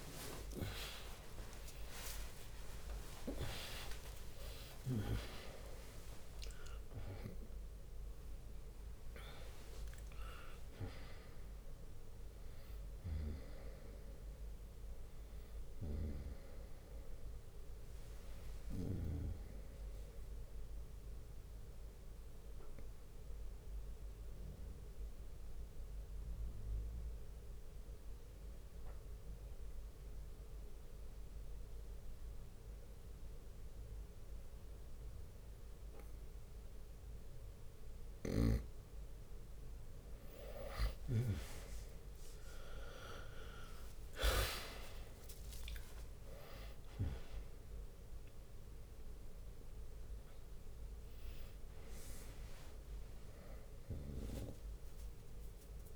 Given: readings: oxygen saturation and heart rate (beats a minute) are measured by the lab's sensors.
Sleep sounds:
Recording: breathing in sleep by a room microphone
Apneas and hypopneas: 1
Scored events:
0.00-4.00 s: arousal
0.00-5.50 s: tachycardia (device-marked, heart rate 137 extreme)
0.50-12.50 s: drop in pulse transit time (device-marked, heart rate 65 before, 75 extreme)
2.50-4.50 s: long interval between heartbeats (device-marked, heart rate 69 before, 135 extreme)
20.50-38.00 s: obstructive apnea (oxygen 96% before, 92% lowest, heart rate 92 before, 60 extreme, up 13 after)
36.50 s: drop in pulse transit time (device-marked)
40.50-45.00 s: arousal
41.50-55.96 s: oxygen desaturation (device-marked, oxygen 98% before, 92% lowest, heart rate 62 before, 59 extreme)
44.50-55.96 s: drop in pulse transit time (device-marked, heart rate 62 before, 69 extreme)
45.50-47.50 s: long interval between heartbeats (device-marked, heart rate 62 before, 70 extreme)
From the record:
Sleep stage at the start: N2 (light sleep)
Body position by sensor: on the right side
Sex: male

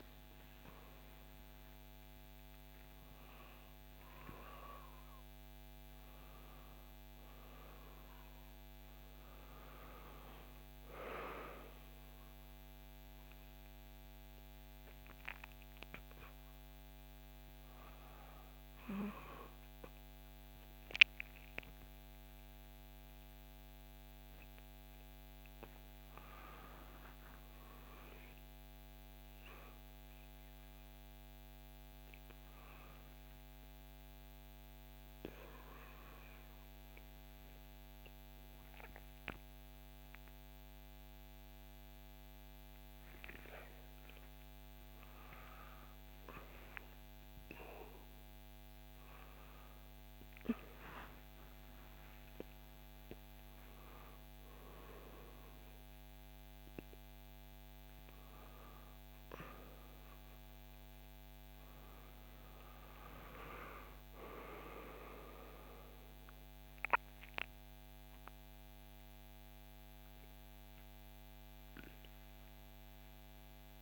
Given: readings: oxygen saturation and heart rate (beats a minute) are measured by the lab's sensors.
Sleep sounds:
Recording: a person awake in a sleep study, by a microphone on the trachea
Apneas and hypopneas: none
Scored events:
none scored
From the record:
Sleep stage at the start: awake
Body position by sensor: on the back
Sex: female

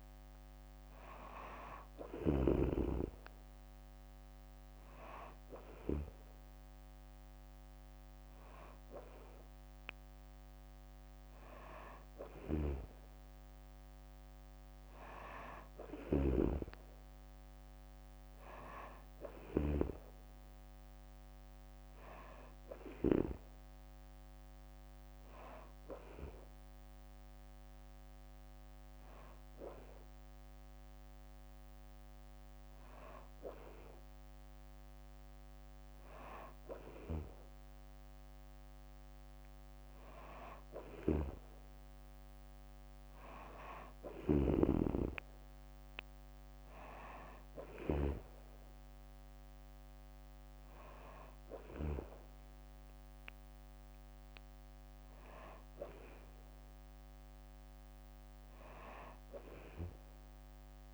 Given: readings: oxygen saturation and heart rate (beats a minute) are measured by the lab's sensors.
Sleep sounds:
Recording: breathing in sleep by a microphone on the trachea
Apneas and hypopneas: none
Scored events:
0.00-2.00 s: snoring (device-marked)
11.00-60.94 s: new sleep stage, N3 (deep sleep)
12.00-23.00 s: snoring (device-marked)
40.50-48.00 s: snoring (device-marked)
From the record:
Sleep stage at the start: N2 (light sleep)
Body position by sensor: on the back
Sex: female

